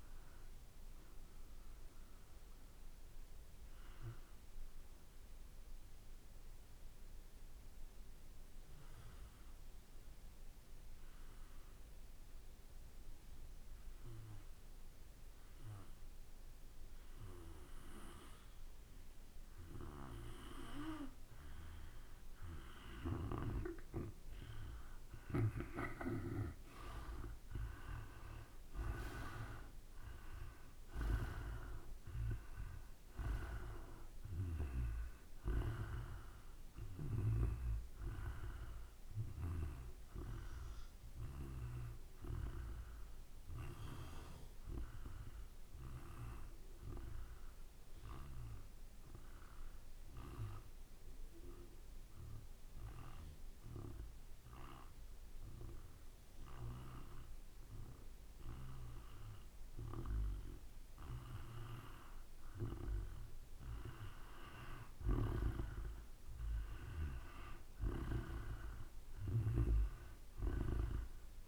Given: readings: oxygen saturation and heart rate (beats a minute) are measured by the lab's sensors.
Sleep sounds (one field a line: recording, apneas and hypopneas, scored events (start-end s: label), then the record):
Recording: breathing in sleep by a room microphone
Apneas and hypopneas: 2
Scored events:
2.50-20.50 s: mixed apnea (oxygen 96% before, 88% lowest, heart rate 57 before, 52 extreme, up 7 after)
21.50-51.50 s: oxygen desaturation (device-marked, oxygen 97% before, 88% lowest, heart rate 53 before, 54 extreme)
24.50-29.00 s: arousal
25.50-42.50 s: drop in pulse transit time (device-marked, heart rate 54 before, 55 extreme)
51.50-62.00 s: obstructive apnea (oxygen 96% before, 90% lowest, heart rate 56 before, 53 extreme, up 3 after)
64.00-68.00 s: arousal
66.50-71.48 s: oxygen desaturation (device-marked, oxygen 96% before, 91% lowest, heart rate 55 before, 53 extreme)
From the record:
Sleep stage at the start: N2 (light sleep)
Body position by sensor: on the back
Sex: male